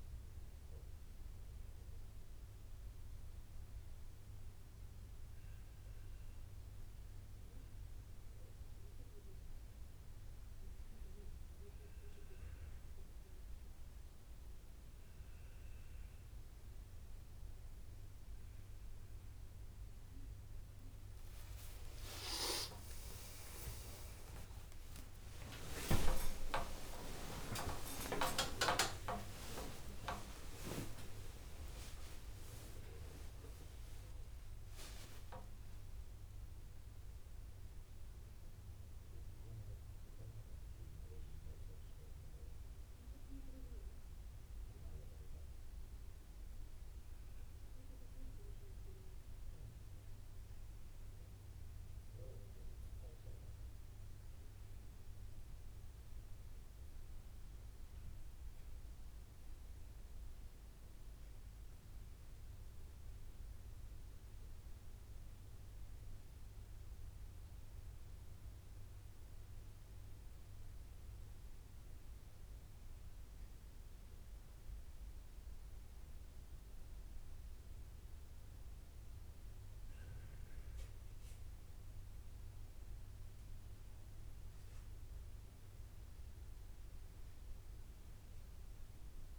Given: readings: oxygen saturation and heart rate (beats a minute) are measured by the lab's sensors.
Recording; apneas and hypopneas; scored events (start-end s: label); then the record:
a person awake in a sleep study, by a room microphone; none
9.00-11.00 s: long interval between heartbeats (device-marked)
28.00-43.00 s: tachycardia (device-marked, heart rate 43 before, 106 extreme)
29.00-31.00 s: long interval between heartbeats (device-marked)
31.50-33.50 s: long interval between heartbeats (device-marked, heart rate 30 before, 106 extreme)
From the record:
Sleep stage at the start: awake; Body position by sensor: on the right side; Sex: male